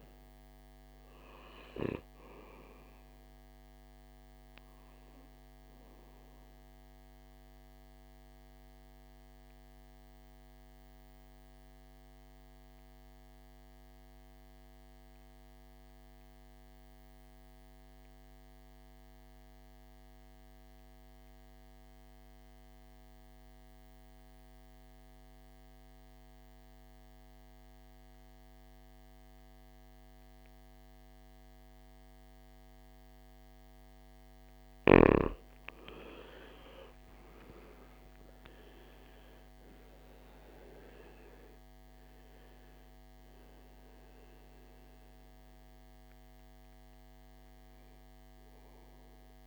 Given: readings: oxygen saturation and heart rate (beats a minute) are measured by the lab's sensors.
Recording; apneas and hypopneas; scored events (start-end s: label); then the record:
breathing in sleep by a microphone on the trachea; 1
1.00-18.00 s: oxygen desaturation (device-marked, oxygen 97% before, 89% lowest, heart rate 61 before, 54 extreme)
12.00-34.00 s: obstructive apnea (oxygen 97% before, 80% lowest, heart rate 60 before, 53 extreme, up 19 after)
29.00-49.47 s: oxygen desaturation (device-marked, oxygen 97% before, 80% lowest, heart rate 57 before, 53 extreme)
37.50-41.00 s: arousal
From the record:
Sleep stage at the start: N2 (light sleep); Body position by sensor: on the back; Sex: male